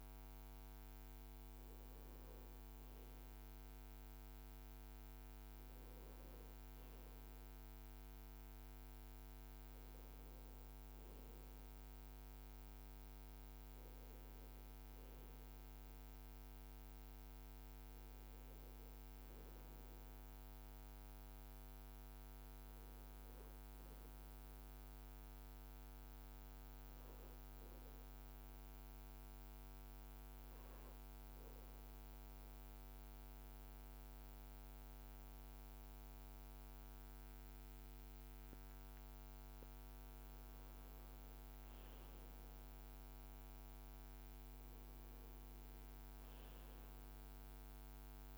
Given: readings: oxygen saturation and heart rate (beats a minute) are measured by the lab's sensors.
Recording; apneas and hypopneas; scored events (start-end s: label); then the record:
breathing in sleep, hard to hear, by a microphone on the trachea; 1
20.00-24.00 s: arousal
27.50-39.50 s: central apnea (oxygen 98% before, 93% lowest, heart rate 63 before, 58 extreme, up 2 after)
30.00-48.38 s: new sleep stage, N2 (light sleep)
42.50-47.00 s: arousal
From the record:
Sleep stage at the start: N1 (lightest sleep); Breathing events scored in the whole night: 203 in 4.1 hours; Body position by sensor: on the right side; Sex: male